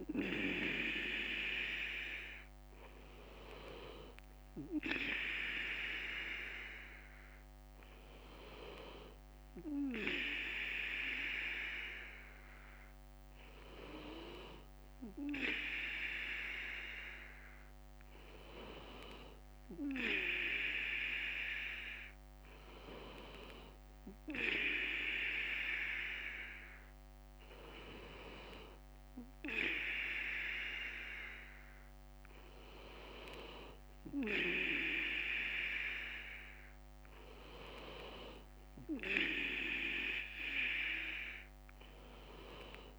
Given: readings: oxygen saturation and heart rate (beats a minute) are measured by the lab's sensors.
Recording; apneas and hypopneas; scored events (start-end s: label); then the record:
breathing in sleep by a microphone on the trachea; none
0.00-19.00 s: bradycardia (device-marked, heart rate 62 before, 56 extreme)
27.00-35.00 s: bradycardia (device-marked, heart rate 60 before, 57 extreme)
36.00-42.99 s: bradycardia (device-marked, heart rate 60 before, 55 extreme)
From the record:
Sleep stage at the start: N2 (light sleep); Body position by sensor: on the back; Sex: male